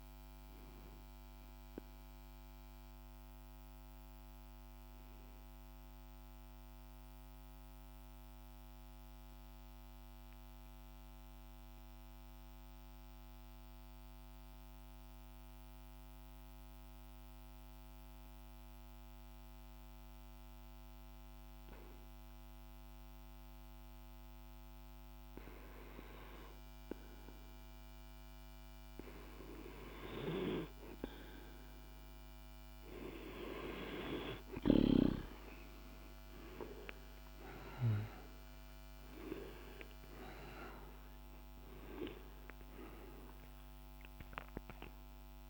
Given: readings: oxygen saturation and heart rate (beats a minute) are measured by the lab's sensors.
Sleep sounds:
breathing in sleep by a microphone on the trachea; 1
0.00-7.00 s: oxygen desaturation (device-marked, oxygen 90% lowest, heart rate 47 extreme)
2.00-24.50 s: central apnea (oxygen 97% before, 90% lowest, heart rate 54 before, 47 extreme, up 1 after)
24.00-45.50 s: oxygen desaturation (device-marked, oxygen 99% before, 90% lowest, heart rate 48 before, 46 extreme)
36.50-41.50 s: arousal
From the record:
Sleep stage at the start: N2 (light sleep); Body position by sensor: on the back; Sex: male

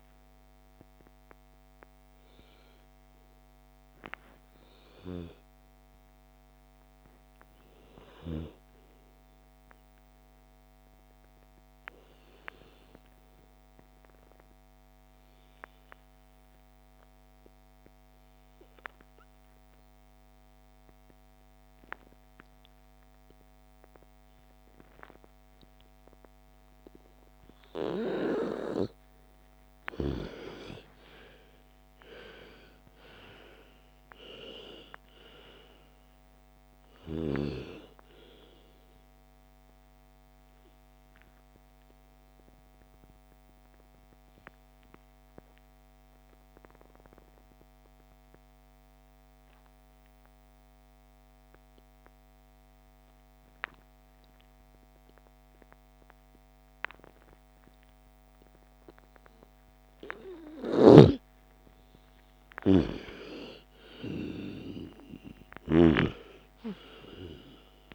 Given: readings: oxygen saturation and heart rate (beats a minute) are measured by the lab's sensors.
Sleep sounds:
breathing in sleep by a microphone on the trachea; 2
0.00-20.00 s: oxygen desaturation (device-marked, oxygen 86% lowest)
14.50-27.50 s: obstructive apnea (oxygen 98% before, 83% lowest)
29.00-33.00 s: arousal
32.00-55.00 s: oxygen desaturation (device-marked, oxygen 98% before, 83% lowest)
41.00-59.50 s: obstructive apnea (oxygen 98% before, 83% lowest)
60.50-67.95 s: snoring (device-marked)
61.00-64.50 s: arousal
62.00-67.95 s: oxygen desaturation (device-marked, oxygen 99% before, 85% lowest, heart rate 32 before, 28 extreme)
From the record:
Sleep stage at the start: N2 (light sleep); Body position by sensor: on the left side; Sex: female

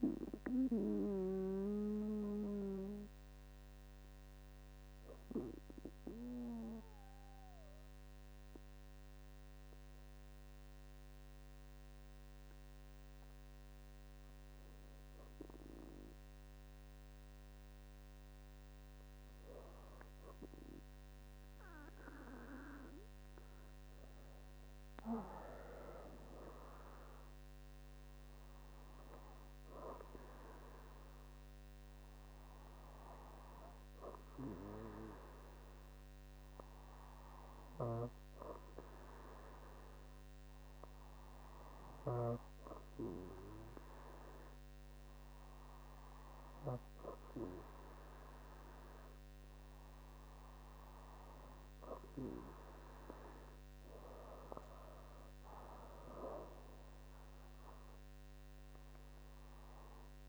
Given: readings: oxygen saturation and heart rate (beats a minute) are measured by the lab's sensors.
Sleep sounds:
breathing in sleep by a microphone on the trachea; 2
1.00-18.00 s: obstructive apnea (oxygen 97% before, 94% lowest, heart rate 81 before, 64 extreme, up 4 after)
24.00-28.00 s: arousal
32.50-50.00 s: hypopnea (oxygen 99% before, 96% lowest, heart rate 70 before, 62 extreme, up 4 after)
51.50-54.50 s: arousal
From the record:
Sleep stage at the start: N2 (light sleep); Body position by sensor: on the back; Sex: female

